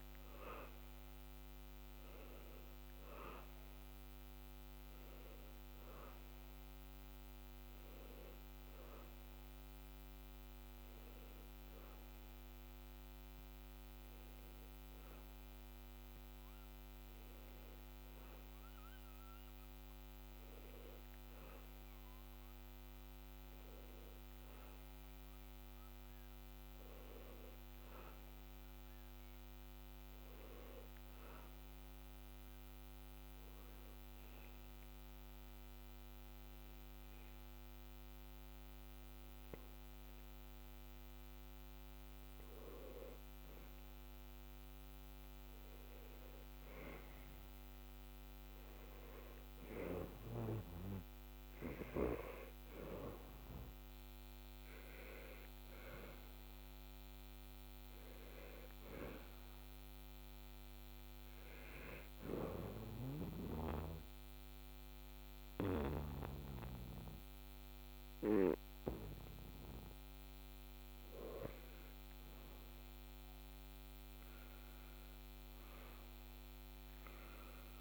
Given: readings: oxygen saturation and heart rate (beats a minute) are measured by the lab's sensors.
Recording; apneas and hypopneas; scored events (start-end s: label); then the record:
breathing in sleep by a microphone on the trachea; 2
0.00-11.50 s: oxygen desaturation (device-marked, oxygen 91% lowest, heart rate 81 extreme)
26.00-29.50 s: arousal
32.50-43.50 s: obstructive apnea (oxygen 97% before, 92% lowest, heart rate 85 before, 76 extreme, up 3 after)
46.50-50.50 s: arousal
50.50-61.50 s: oxygen desaturation (device-marked, oxygen 95% before, 92% lowest, heart rate 80 before, 77 extreme)
61.50-71.50 s: obstructive apnea (oxygen 95% before, 92% lowest, heart rate 78 before, 77 extreme, up 7 after)
From the record:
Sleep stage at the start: N2 (light sleep); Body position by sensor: on the back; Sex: male